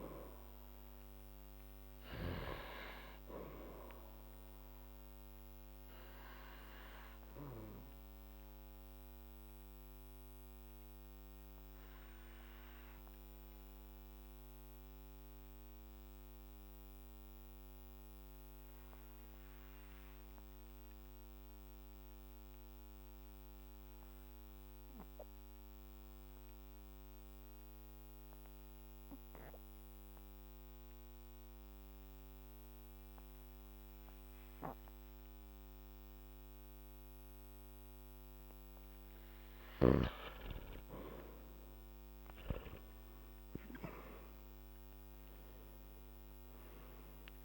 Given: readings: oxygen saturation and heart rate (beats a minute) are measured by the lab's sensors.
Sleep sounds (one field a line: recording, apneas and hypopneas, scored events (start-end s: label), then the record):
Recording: breathing in sleep by a microphone on the trachea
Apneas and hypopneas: 1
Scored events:
0.00-1.50 s: arousal
1.00-31.00 s: oxygen desaturation (device-marked, oxygen 99% before, 89% lowest, heart rate 56 before, 51 extreme)
6.50-38.50 s: obstructive apnea (oxygen 99% before, 88% lowest, heart rate 58 before, 51 extreme, up 7 after)
41.00-46.50 s: arousal
From the record:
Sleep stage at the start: N2 (light sleep)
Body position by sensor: on the back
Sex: male